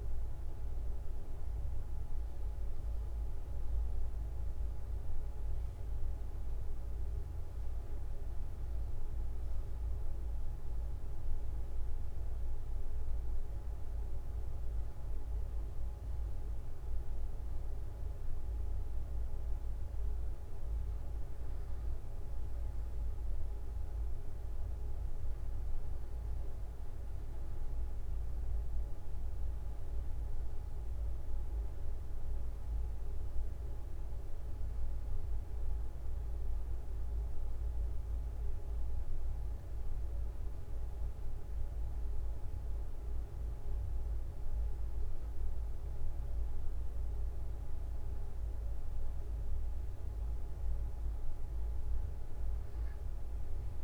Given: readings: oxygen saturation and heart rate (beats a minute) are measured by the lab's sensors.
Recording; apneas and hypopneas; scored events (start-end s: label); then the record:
breathing in sleep, hard to hear, by a room microphone; none
2.00-4.00 s: long interval between heartbeats (device-marked, heart rate 30 before, 49 extreme)
24.50-26.50 s: long interval between heartbeats (device-marked, heart rate 43 before, 47 extreme)
28.50-30.50 s: long interval between heartbeats (device-marked, heart rate 45 before, 38 extreme)
38.00-40.00 s: long interval between heartbeats (device-marked)
43.00-45.00 s: long interval between heartbeats (device-marked, heart rate 33 before, 29 extreme)
From the record:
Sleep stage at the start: N1 (lightest sleep); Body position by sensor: on the right side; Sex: male